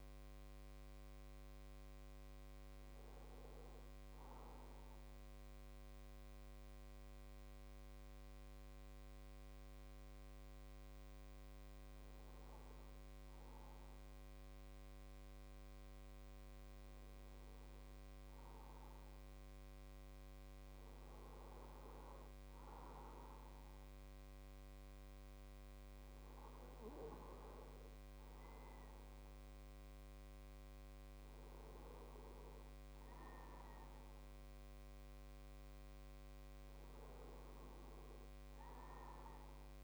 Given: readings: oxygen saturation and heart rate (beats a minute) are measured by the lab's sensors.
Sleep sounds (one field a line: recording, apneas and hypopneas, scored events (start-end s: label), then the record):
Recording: breathing in sleep, hard to hear, by a microphone on the trachea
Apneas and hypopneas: 1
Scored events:
6.00-19.00 s: hypopnea (oxygen 100% before, 96% lowest, heart rate 129 before, 51 extreme, up 4 after)
22.50-26.50 s: arousal
From the record:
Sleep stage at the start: N2 (light sleep)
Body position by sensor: on the right side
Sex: male